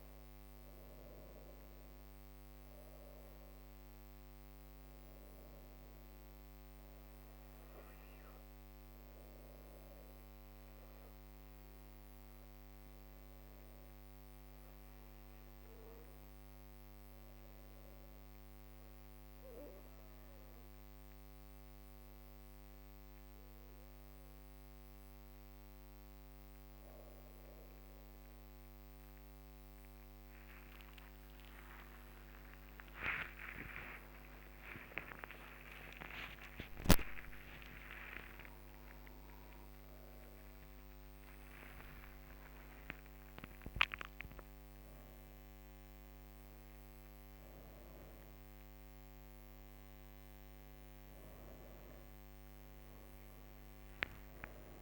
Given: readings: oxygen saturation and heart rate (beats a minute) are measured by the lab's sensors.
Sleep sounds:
a person partly awake in a sleep study, by a microphone on the trachea; 1
12.50-26.00 s: obstructive apnea (oxygen 99% before, 94% lowest, heart rate 63 before, 56 extreme)
29.50-54.82 s: new sleep stage, awake
32.50-45.50 s: oxygen desaturation (device-marked, oxygen 98% before, 94% lowest, heart rate 64 before, 76 extreme)
From the record:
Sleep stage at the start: N2 (light sleep); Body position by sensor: on the back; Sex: female

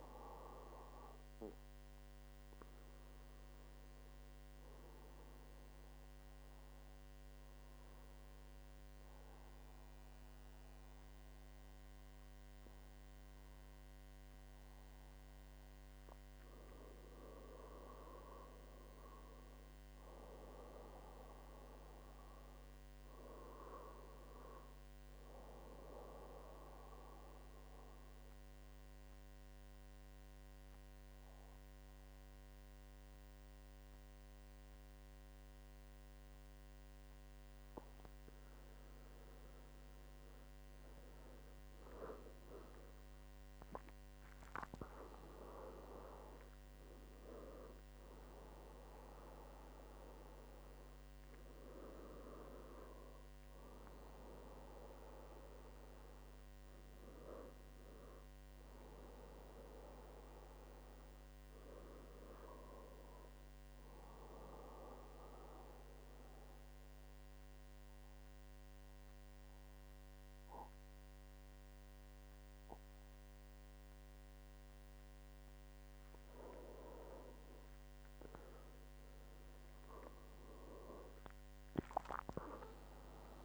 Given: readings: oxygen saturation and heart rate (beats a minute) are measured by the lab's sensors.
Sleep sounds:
breathing in sleep by a microphone on the trachea; 3
2.00-15.00 s: obstructive apnea (oxygen 97% before, 94% lowest, heart rate 76 before, 72 extreme, up 5 after)
16.00-18.00 s: long interval between heartbeats (device-marked, heart rate 76 before, 74 extreme)
18.00-22.00 s: arousal
27.00-41.00 s: central apnea (oxygen 97% before, 94% lowest, heart rate 76 before, 72 extreme, up 10 after)
30.00-32.00 s: long interval between heartbeats (device-marked, heart rate 76 before, 75 extreme)
44.00-48.50 s: arousal
65.00-76.50 s: central apnea (oxygen 97% before, 94% lowest, heart rate 80 before, 73 extreme, up 10 after)
78.00-83.00 s: arousal
78.00-83.45 s: oxygen desaturation (device-marked, oxygen 97% before, 94% lowest, heart rate 76 before, 73 extreme)
From the record:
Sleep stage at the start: N2 (light sleep); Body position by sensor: on the back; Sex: male

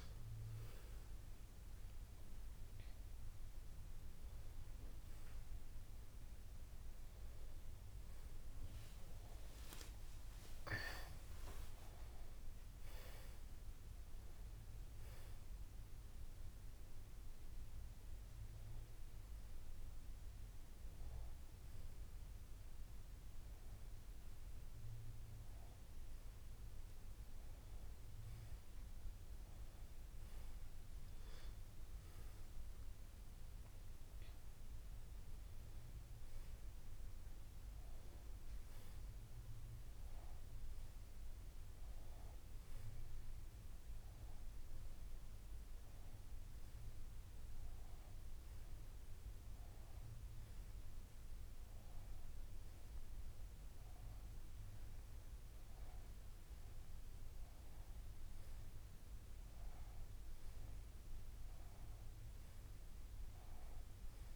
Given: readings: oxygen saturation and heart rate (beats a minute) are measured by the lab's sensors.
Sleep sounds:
a person awake in a sleep study, hard to hear, by a room microphone; none
37.50-64.36 s: new sleep stage, N1 (lightest sleep)
From the record:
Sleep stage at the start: awake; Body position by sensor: on the back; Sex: female

